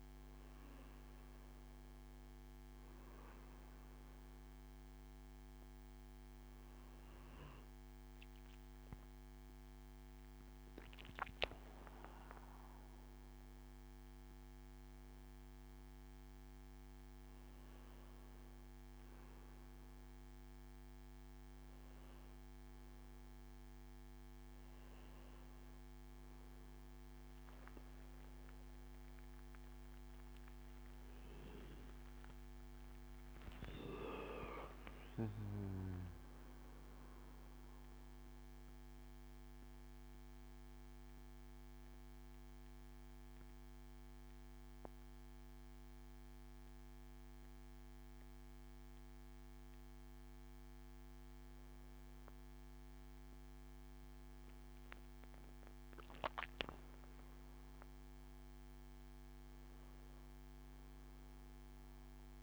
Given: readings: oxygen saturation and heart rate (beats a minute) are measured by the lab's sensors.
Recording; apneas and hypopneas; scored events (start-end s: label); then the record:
breathing in sleep by a microphone on the trachea; none
4.00-10.00 s: oxygen desaturation (device-marked, oxygen 97% before, 93% lowest, heart rate 80 before, 81 extreme)
30.00-34.00 s: arousal
57.00-62.43 s: oxygen desaturation (device-marked, oxygen 98% before, 91% lowest, heart rate 81 before, 80 extreme)
From the record:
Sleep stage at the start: N1 (lightest sleep); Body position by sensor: on the back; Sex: male